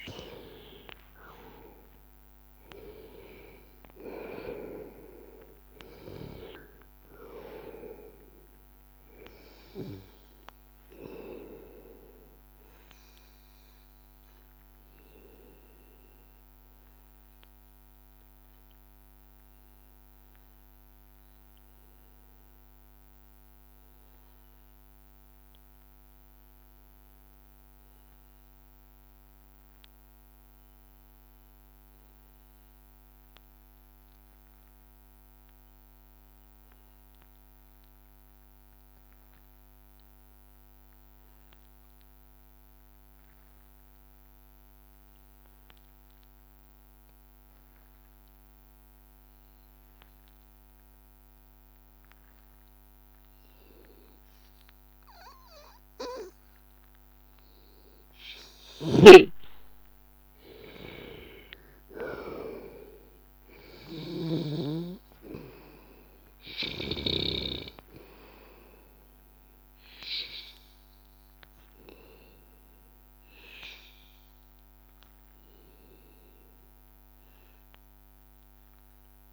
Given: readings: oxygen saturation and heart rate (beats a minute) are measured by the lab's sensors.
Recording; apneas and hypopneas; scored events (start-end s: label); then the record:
breathing in sleep by a microphone on the trachea; 1
0.00-1.50 s: arousal
0.00-23.50 s: oxygen desaturation (device-marked, oxygen 92% lowest, heart rate 73 extreme)
8.50-10.50 s: long interval between heartbeats (device-marked, heart rate 82 before, 86 extreme)
18.50-56.50 s: hypopnea (oxygen 97% before, 91% lowest, heart rate 84 before, 73 extreme, up 16 after)
50.50-79.33 s: oxygen desaturation (device-marked, oxygen 97% before, 91% lowest, heart rate 75 before, 79 extreme)
58.50-60.50 s: long interval between heartbeats (device-marked, heart rate 77 before, 92 extreme)
58.50-63.00 s: arousal
From the record:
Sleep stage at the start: N2 (light sleep); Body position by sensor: on the back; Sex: male